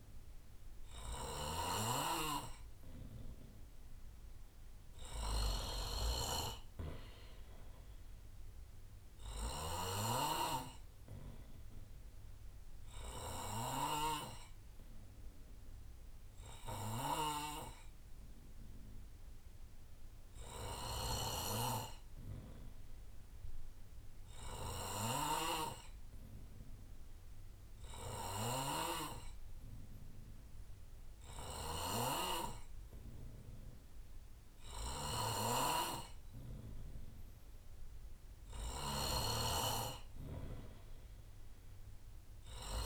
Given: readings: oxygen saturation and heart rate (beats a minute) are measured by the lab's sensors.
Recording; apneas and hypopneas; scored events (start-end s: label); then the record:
breathing in sleep by a room microphone; 1
0.00-1.50 s: arousal
0.00-42.86 s: snoring (device-marked)
11.50-21.50 s: hypopnea (oxygen 95% before, 91% lowest, heart rate 70 before, 67 extreme, up 1 after)
15.50-42.86 s: new sleep stage, N3 (deep sleep)
From the record:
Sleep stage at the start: N2 (light sleep); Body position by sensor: on the right side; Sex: male